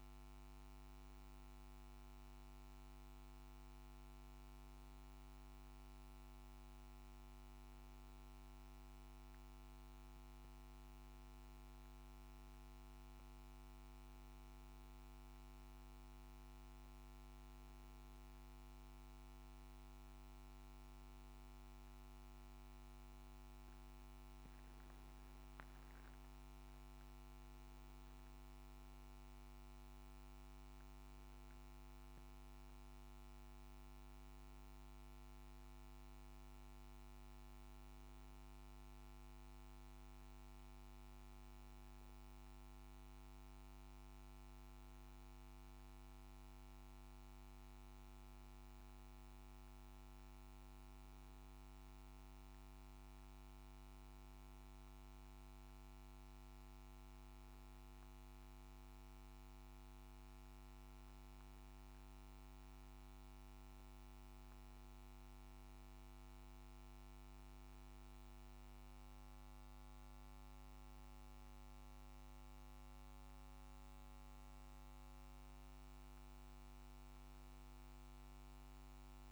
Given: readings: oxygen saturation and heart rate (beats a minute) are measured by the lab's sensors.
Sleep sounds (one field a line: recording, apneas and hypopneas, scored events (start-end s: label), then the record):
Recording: breathing in sleep, hard to hear, by a microphone on the trachea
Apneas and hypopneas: none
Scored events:
77.50-79.31 s: new sleep stage, N1 (lightest sleep)
From the record:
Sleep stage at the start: N2 (light sleep)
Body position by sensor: on the back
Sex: male